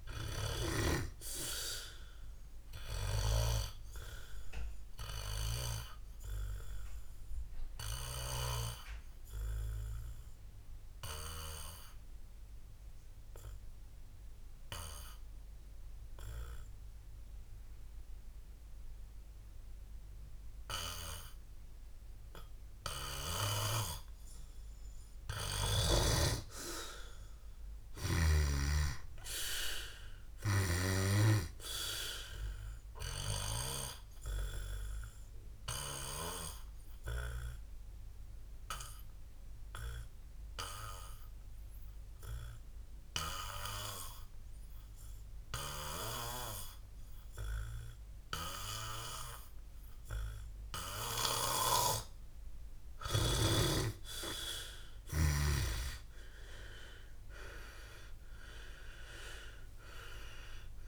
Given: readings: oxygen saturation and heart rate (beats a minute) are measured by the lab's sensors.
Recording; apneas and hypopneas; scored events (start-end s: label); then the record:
breathing in sleep by a room microphone; 2
0.00-8.00 s: oxygen desaturation (device-marked, oxygen 95% lowest, heart rate 63 extreme)
3.00-26.00 s: obstructive apnea (oxygen 99% before, 89% lowest, heart rate 67 before, 63 extreme, up 5 after)
13.00-23.00 s: oxygen desaturation (device-marked, oxygen 96% before, 92% lowest, heart rate 67 before, 63 extreme)
27.50-30.50 s: arousal
33.50-53.00 s: obstructive apnea (oxygen 100% before, 88% lowest, heart rate 65 before, 61 extreme, up 17 after)
35.00-53.00 s: oxygen desaturation (device-marked, oxygen 100% before, 89% lowest, heart rate 65 before, 61 extreme)
55.00-58.50 s: arousal
From the record:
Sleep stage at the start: N2 (light sleep); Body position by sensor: on the back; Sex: male